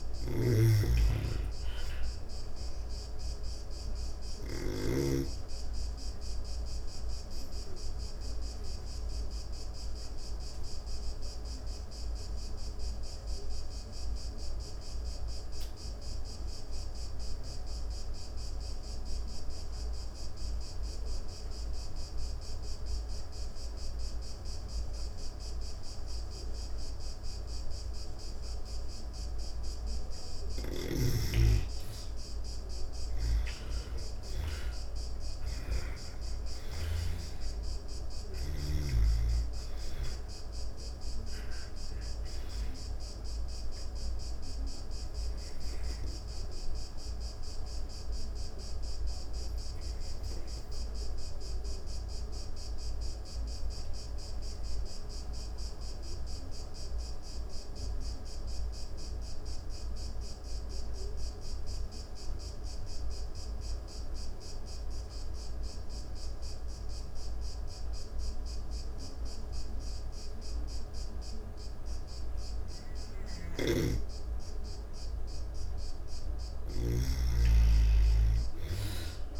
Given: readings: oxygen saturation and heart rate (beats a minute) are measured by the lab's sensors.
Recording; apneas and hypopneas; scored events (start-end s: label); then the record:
breathing in sleep by a room microphone; 2
0.00-4.00 s: snoring (device-marked)
0.00-25.00 s: oxygen desaturation (device-marked, oxygen 83% lowest)
5.50-29.00 s: obstructive apnea (oxygen 97% before, 83% lowest)
30.00-36.00 s: snoring (device-marked)
30.00-59.00 s: oxygen desaturation (device-marked, oxygen 98% before, 86% lowest)
31.50-36.00 s: arousal
44.50-74.00 s: mixed apnea (oxygen 98% before, 85% lowest, heart rate 53 before, 45 extreme, up 37 after)
72.50-79.39 s: snoring (device-marked)
73.00-79.39 s: oxygen desaturation (device-marked, oxygen 99% before, 86% lowest, heart rate 169 before, 45 extreme)
76.50-79.39 s: arousal
From the record:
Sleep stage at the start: N2 (light sleep); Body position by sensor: on the back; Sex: female